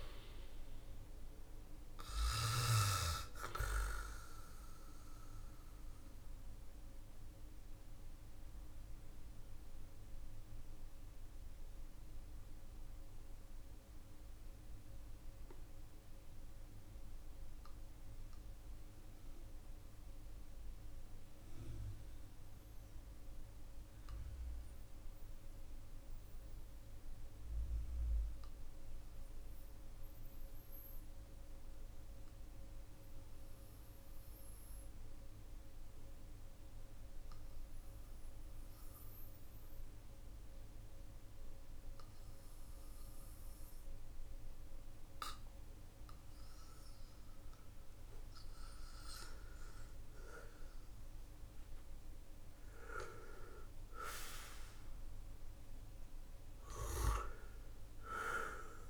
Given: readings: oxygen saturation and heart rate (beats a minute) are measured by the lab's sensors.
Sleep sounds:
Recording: breathing in sleep by a room microphone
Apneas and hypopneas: 1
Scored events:
0.00-2.00 s: snoring (device-marked)
5.00-48.00 s: obstructive apnea (oxygen 99% before, 93% lowest, heart rate 53 before, 43 extreme, up 11 after)
49.00-52.50 s: arousal
From the record:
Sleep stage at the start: N2 (light sleep)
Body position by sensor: on the back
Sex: male

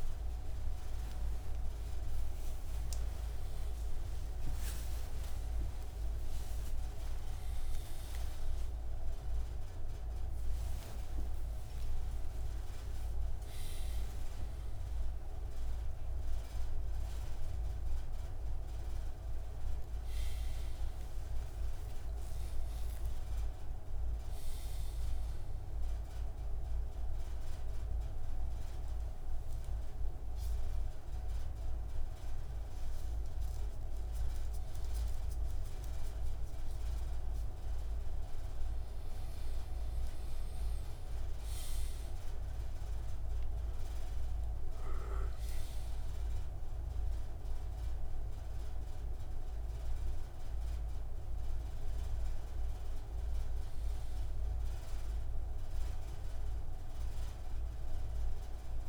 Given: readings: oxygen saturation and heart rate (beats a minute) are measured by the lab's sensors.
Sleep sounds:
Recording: a person partly awake in a sleep study, hard to hear, by a room microphone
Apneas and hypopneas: none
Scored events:
0.50-7.50 s: oxygen desaturation (device-marked, oxygen 99% before, 94% lowest)
18.50-48.50 s: new sleep stage, N1 (lightest sleep)
44.50-56.50 s: oxygen desaturation (device-marked, oxygen 99% before, 95% lowest, heart rate 48 before, 39 extreme)
48.50-58.88 s: new sleep stage, N2 (light sleep)
From the record:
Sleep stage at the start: awake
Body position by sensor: on the left side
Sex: male

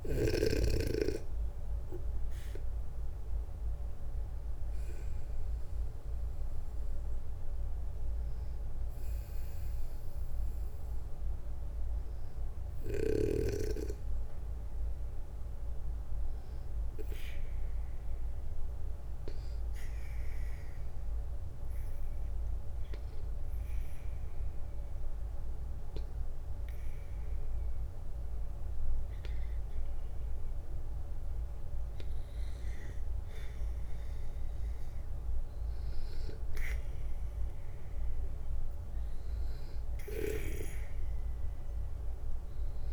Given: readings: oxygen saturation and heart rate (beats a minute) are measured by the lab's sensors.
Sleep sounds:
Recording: breathing in sleep by a room microphone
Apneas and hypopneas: 1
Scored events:
5.50-20.50 s: oxygen desaturation (device-marked, oxygen 95% before, 91% lowest, heart rate 65 before, 59 extreme)
8.00-26.50 s: hypopnea (oxygen 96% before, 91% lowest, heart rate 65 before, 59 extreme, up 1 after)
32.00-35.00 s: arousal
From the record:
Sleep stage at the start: N2 (light sleep)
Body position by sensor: on the back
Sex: male

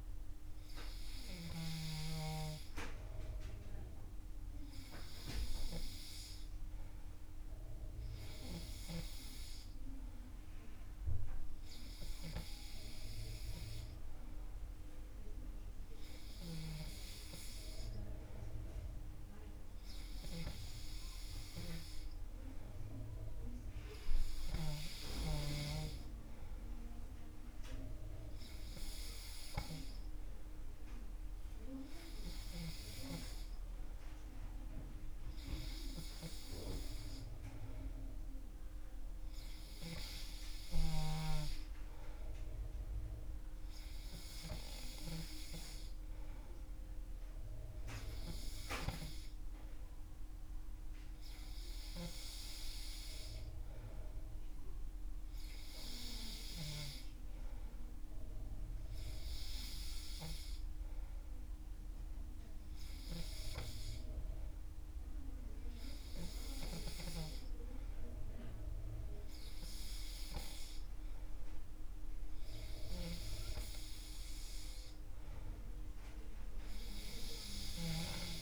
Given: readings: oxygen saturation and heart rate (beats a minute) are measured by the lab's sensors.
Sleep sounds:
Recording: breathing in sleep by a room microphone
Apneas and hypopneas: none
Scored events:
0.00-1.00 s: snoring (device-marked)
From the record:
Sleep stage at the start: N3 (deep sleep)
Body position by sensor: on the back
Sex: male

